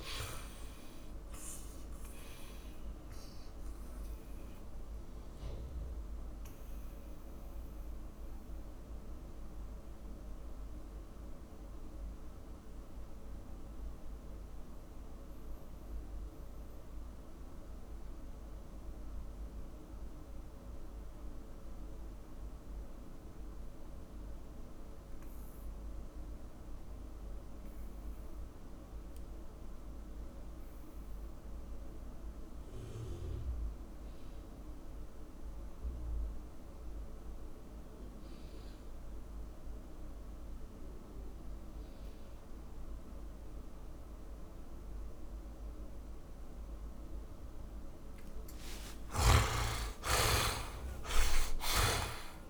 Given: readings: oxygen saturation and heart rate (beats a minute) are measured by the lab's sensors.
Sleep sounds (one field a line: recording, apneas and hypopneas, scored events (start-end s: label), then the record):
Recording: breathing in sleep by a room microphone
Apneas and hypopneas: 1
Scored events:
0.00-23.00 s: oxygen desaturation (device-marked, oxygen 74% lowest, heart rate 43 extreme)
4.00-47.00 s: mixed apnea (oxygen 100% before, 69% lowest, heart rate 62 before, 43 extreme, up 32 after)
29.00-52.49 s: oxygen desaturation (device-marked, oxygen 100% before, 69% lowest, heart rate 61 before, 43 extreme)
49.00-52.49 s: arousal
From the record:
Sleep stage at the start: N2 (light sleep)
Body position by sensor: on the back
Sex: male